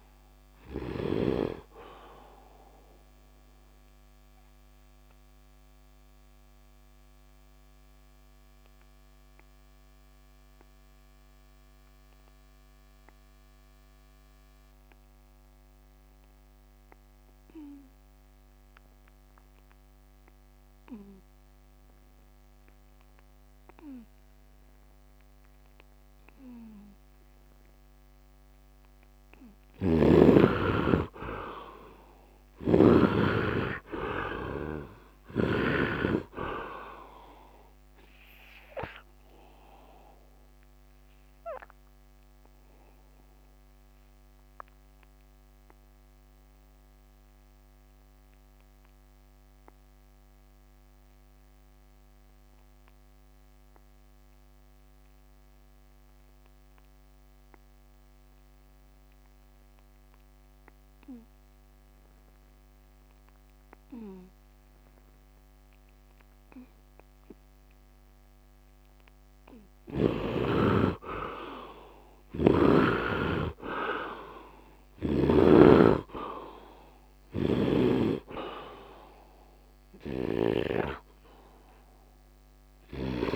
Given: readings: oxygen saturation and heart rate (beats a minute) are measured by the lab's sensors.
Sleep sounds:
breathing in sleep by a microphone on the trachea; 2
0.00-1.00 s: snoring (device-marked)
0.00-10.50 s: oxygen desaturation (device-marked, oxygen 73% lowest, heart rate 73 extreme)
2.50-29.00 s: obstructive apnea (oxygen 99% before, 69% lowest, heart rate 79 before, 61 extreme, up 20 after)
24.50-58.50 s: oxygen desaturation (device-marked, oxygen 99% before, 71% lowest, heart rate 79 before, 61 extreme)
31.00-35.50 s: arousal
32.00-35.50 s: snoring (device-marked)
39.00-68.00 s: obstructive apnea (oxygen 99% before, 69% lowest, heart rate 84 before, 61 extreme, up 39 after)
60.50-83.36 s: oxygen desaturation (device-marked, oxygen 98% before, 69% lowest, heart rate 66 before, 74 extreme)
69.50-75.00 s: arousal
79.50-83.36 s: snoring (device-marked)
From the record:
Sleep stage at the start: N2 (light sleep); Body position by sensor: on the right side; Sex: male

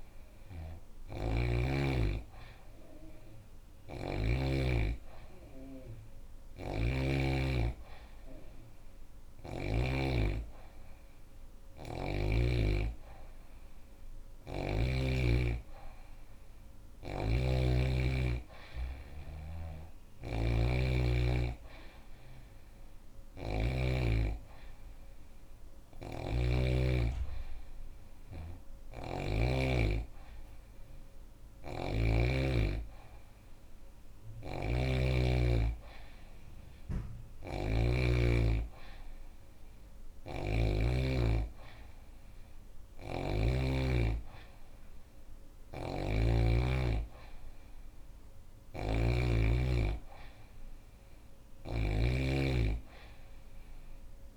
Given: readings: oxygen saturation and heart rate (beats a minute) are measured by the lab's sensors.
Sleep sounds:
breathing in sleep by a room microphone; none
0.00-3.50 s: snoring (device-marked)
5.50-9.00 s: snoring (device-marked)
18.50-23.00 s: snoring (device-marked)
25.00-31.50 s: snoring (device-marked)
33.50-40.00 s: snoring (device-marked)
42.00-51.50 s: snoring (device-marked)
From the record:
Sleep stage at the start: N2 (light sleep); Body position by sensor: on the back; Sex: female

